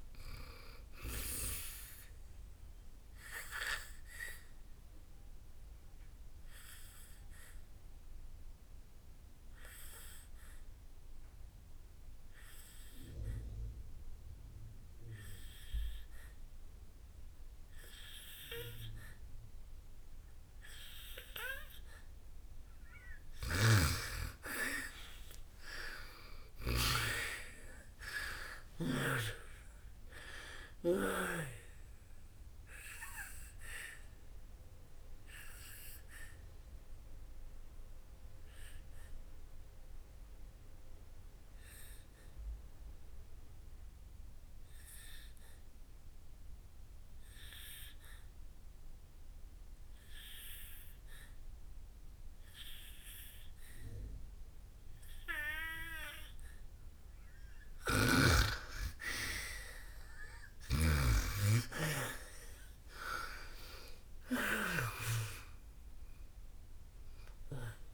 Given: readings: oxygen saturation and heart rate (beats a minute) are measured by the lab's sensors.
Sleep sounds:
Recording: breathing in sleep by a room microphone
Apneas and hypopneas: 2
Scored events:
0.00-23.50 s: oxygen desaturation (device-marked, oxygen 88% lowest, heart rate 54 extreme)
3.00-22.50 s: mixed apnea (oxygen 99% before, 88% lowest, heart rate 65 before, 54 extreme, up 12 after)
25.50-29.50 s: arousal
33.00-57.50 s: obstructive apnea (oxygen 96% before, 87% lowest, heart rate 61 before, 54 extreme, up 22 after)
36.50-56.50 s: oxygen desaturation (device-marked, oxygen 96% before, 88% lowest, heart rate 64 before, 54 extreme)
58.00-61.50 s: snoring (device-marked)
58.50-67.94 s: oxygen desaturation (device-marked, oxygen 98% before, 87% lowest, heart rate 57 before, 55 extreme)
59.50-64.00 s: arousal
From the record:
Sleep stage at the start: N2 (light sleep)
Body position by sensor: on the back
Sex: female

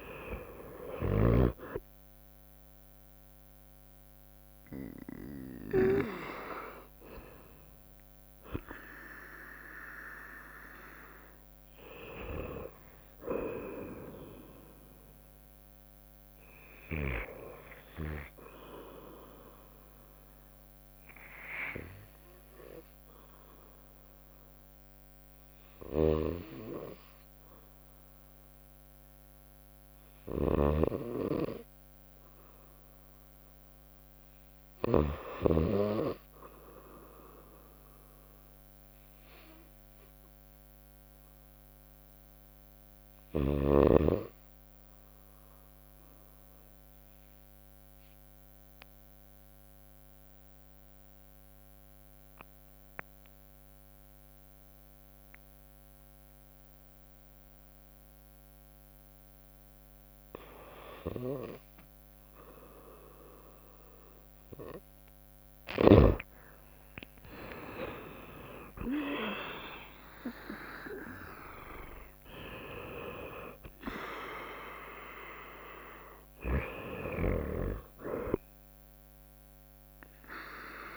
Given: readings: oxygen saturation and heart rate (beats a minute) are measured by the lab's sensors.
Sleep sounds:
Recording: breathing in sleep by a microphone on the trachea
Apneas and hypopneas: 1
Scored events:
0.00-1.00 s: snoring (device-marked)
20.50-60.50 s: hypopnea (oxygen 95% before, 86% lowest, heart rate 67 before, 59 extreme, up 3 after)
25.50-34.50 s: snoring (device-marked)
40.00-80.97 s: oxygen desaturation (device-marked, oxygen 96% before, 86% lowest, heart rate 60 before, 56 extreme)
46.00-48.00 s: bradycardia (device-marked, heart rate 64 before, 59 extreme)
67.50-73.00 s: arousal
69.00-80.97 s: drop in pulse transit time (device-marked, heart rate 61 before, 65 extreme)
From the record:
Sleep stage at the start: REM sleep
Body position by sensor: on the right side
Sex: female

